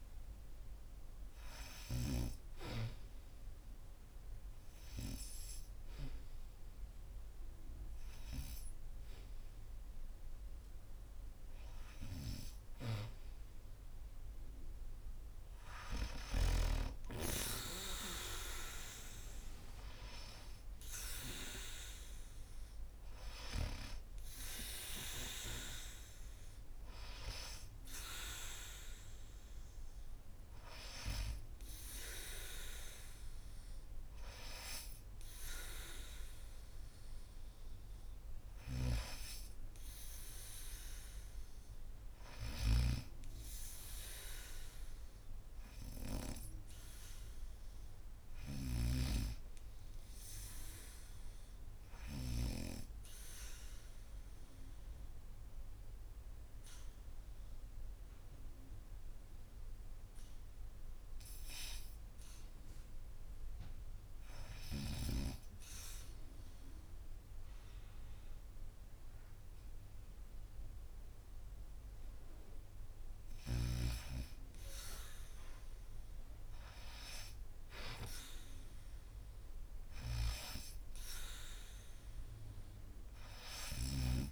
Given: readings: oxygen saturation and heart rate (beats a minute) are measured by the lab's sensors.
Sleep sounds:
breathing in sleep by a room microphone; 1
2.50-20.50 s: oxygen desaturation (device-marked, oxygen 93% before, 86% lowest, heart rate 74 before, 77 extreme)
22.50-26.50 s: arousal
38.00-52.00 s: snoring (device-marked)
44.00-48.00 s: arousal
53.50-73.50 s: hypopnea (oxygen 99% before, 89% lowest, heart rate 81 before, 74 extreme, up 1 after)
60.50-84.32 s: oxygen desaturation (device-marked, oxygen 99% before, 89% lowest, heart rate 80 before, 74 extreme)
74.50-78.00 s: arousal
From the record:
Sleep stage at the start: N2 (light sleep); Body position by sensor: on the back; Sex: female

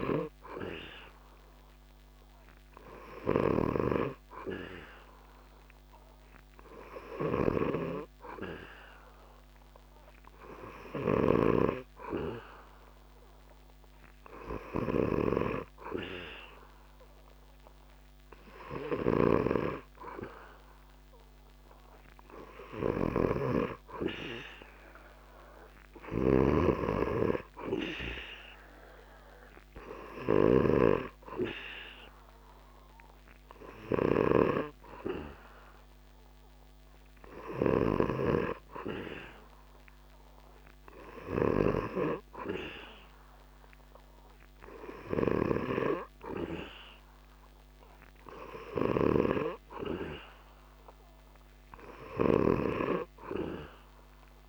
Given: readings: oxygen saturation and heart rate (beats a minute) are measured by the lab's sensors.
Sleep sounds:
breathing in sleep by a microphone on the trachea; none
18.50-45.00 s: snoring (device-marked)
From the record:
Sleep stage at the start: N2 (light sleep); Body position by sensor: on the back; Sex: male

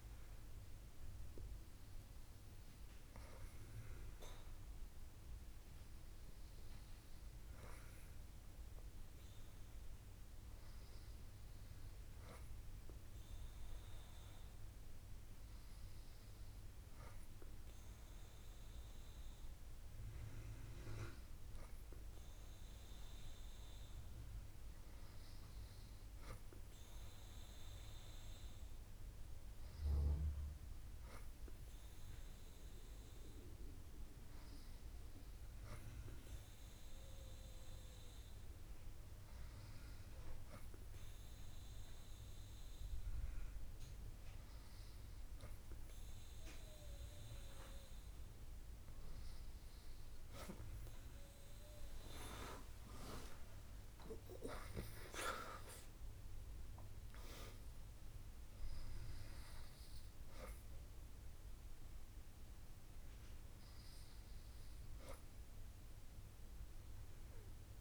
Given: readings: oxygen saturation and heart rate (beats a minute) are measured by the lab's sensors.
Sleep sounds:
breathing in sleep by a room microphone; none
none scored
From the record:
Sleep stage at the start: N2 (light sleep); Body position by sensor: on the back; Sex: female

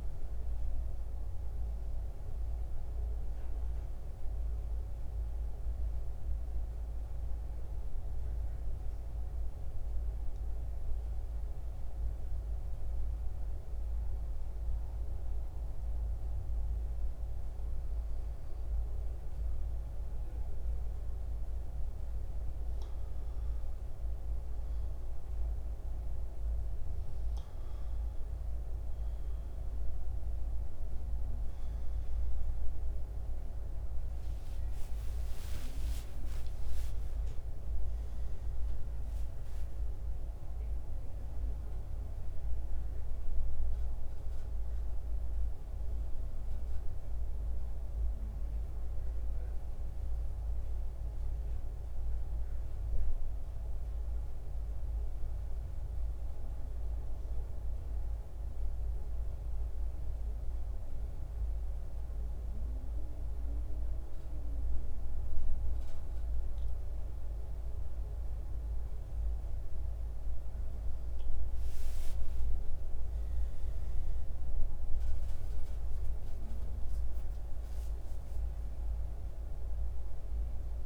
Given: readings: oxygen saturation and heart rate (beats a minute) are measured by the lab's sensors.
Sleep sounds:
breathing in sleep, hard to hear, by a room microphone; 2
0.00-3.50 s: oxygen desaturation (device-marked, oxygen 89% lowest, heart rate 69 extreme)
1.50-5.50 s: arousal
7.50-22.00 s: hypopnea (oxygen 93% before, 86% lowest, heart rate 75 before, 69 extreme, up 14 after)
24.00-27.00 s: arousal
24.50-54.50 s: oxygen desaturation (device-marked, oxygen 91% before, 86% lowest, heart rate 73 before, 67 extreme)
34.50-39.00 s: arousal
54.00-68.50 s: hypopnea (oxygen 93% before, 84% lowest, heart rate 80 before, 67 extreme, up 13 after)
70.50-74.00 s: arousal
From the record:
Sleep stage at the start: N2 (light sleep); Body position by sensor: on the back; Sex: male

